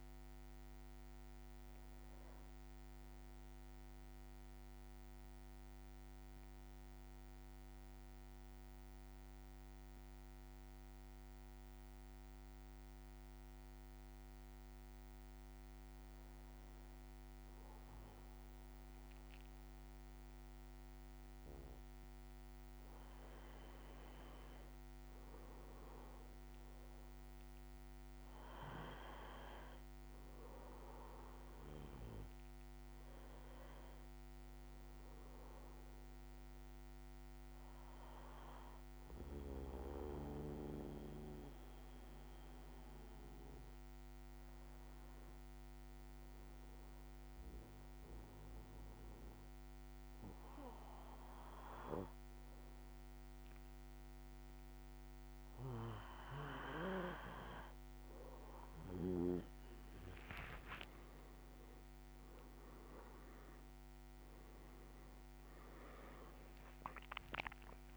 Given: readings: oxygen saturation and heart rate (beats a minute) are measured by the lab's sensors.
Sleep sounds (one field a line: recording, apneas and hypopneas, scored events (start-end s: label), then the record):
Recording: breathing in sleep by a microphone on the trachea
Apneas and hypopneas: 2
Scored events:
3.00-22.00 s: mixed apnea (oxygen 98% before, 94% lowest, heart rate 55 before, 51 extreme, up 4 after)
24.50-29.00 s: arousal
31.50-46.50 s: oxygen desaturation (device-marked, oxygen 99% before, 95% lowest, heart rate 54 before, 52 extreme)
38.50-55.00 s: obstructive apnea (oxygen 99% before, 94% lowest, heart rate 55 before, 52 extreme, up 5 after)
59.00-65.00 s: arousal
62.50-67.97 s: oxygen desaturation (device-marked, oxygen 97% before, 94% lowest, heart rate 53 before, 53 extreme)
From the record:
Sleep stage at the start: N2 (light sleep)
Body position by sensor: on the back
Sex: male